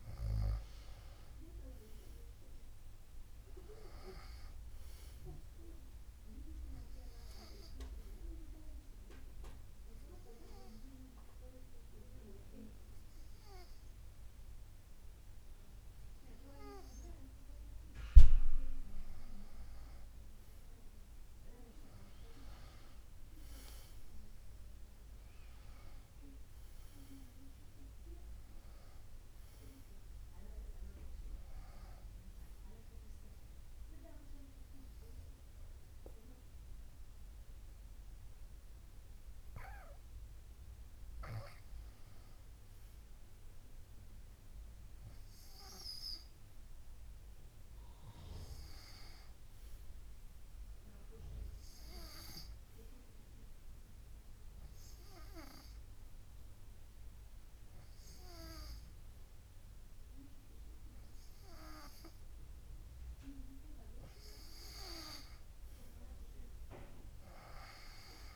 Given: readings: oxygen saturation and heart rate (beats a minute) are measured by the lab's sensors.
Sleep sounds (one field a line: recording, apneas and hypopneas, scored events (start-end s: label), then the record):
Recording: breathing in sleep by a room microphone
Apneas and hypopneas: 2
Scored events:
0.00-4.00 s: arousal
9.00-20.00 s: obstructive apnea (oxygen 96% before, 93% lowest, heart rate 59 before, 52 extreme, up 5 after)
21.50-25.50 s: arousal
48.00-51.00 s: arousal
53.50-64.00 s: hypopnea (oxygen 97% before, 90% lowest, heart rate 55 before, 55 extreme, up 3 after)
65.50-68.36 s: arousal
From the record:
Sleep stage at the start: N2 (light sleep)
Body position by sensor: on the back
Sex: female